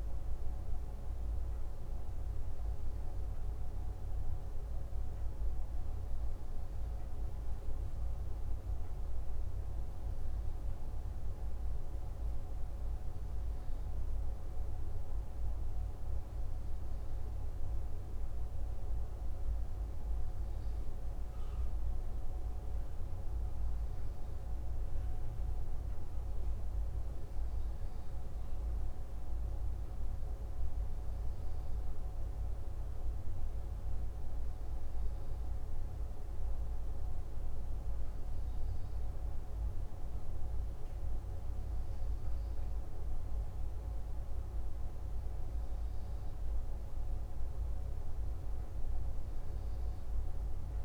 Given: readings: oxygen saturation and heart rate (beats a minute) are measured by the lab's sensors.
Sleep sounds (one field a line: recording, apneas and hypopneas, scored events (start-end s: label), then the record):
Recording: breathing in sleep, hard to hear, by a room microphone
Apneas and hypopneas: none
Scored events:
none scored
From the record:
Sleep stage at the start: N2 (light sleep)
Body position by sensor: on the left side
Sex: male